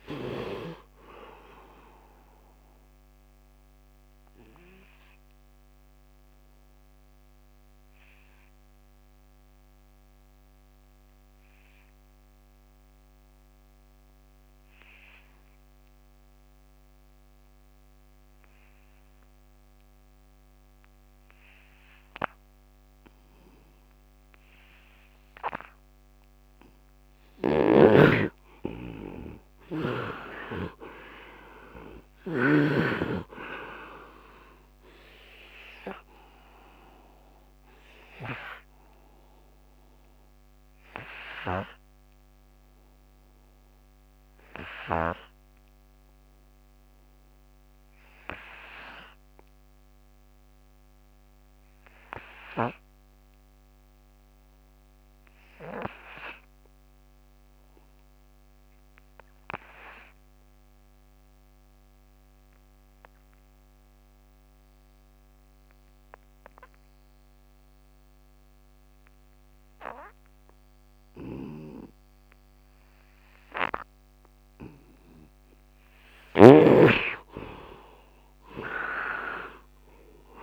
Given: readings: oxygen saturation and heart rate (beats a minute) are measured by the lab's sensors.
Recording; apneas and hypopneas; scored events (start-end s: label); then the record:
breathing in sleep by a microphone on the trachea; 2
0.00-15.00 s: oxygen desaturation (device-marked, oxygen 66% lowest, heart rate 71 extreme)
0.50-27.50 s: obstructive apnea (oxygen 98% before, 66% lowest, heart rate 115 before, 68 extreme, up 38 after)
21.00-51.00 s: oxygen desaturation (device-marked, oxygen 100% before, 73% lowest, heart rate 76 before, 68 extreme)
27.00-32.50 s: snoring (device-marked)
29.00-32.50 s: arousal
36.00-76.00 s: obstructive apnea (oxygen 100% before, 64% lowest, heart rate 99 before, 68 extreme)
56.00-80.43 s: oxygen desaturation (device-marked, oxygen 99% before, 64% lowest, heart rate 74 before, 72 extreme)
77.50-80.43 s: arousal
From the record:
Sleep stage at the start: N2 (light sleep); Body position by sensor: on the right side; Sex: male